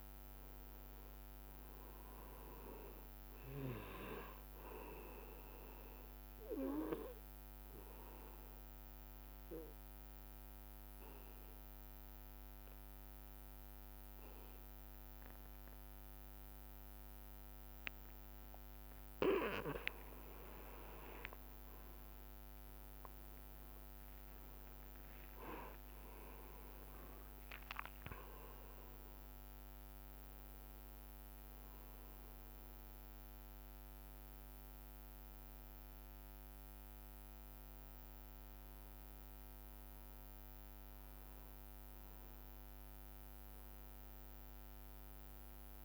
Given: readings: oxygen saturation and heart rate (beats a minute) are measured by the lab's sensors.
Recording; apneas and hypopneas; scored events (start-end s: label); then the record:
breathing in sleep by a microphone on the trachea; 1
0.00-16.00 s: oxygen desaturation (device-marked, oxygen 94% lowest, heart rate 58 extreme)
5.50-19.50 s: obstructive apnea (oxygen 98% before, 92% lowest, heart rate 63 before, 57 extreme, up 8 after)
23.00-27.50 s: arousal
29.00-45.85 s: oxygen desaturation (device-marked, oxygen 99% before, 93% lowest, heart rate 63 before, 57 extreme)
From the record:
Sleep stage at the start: N2 (light sleep); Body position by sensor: on the back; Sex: male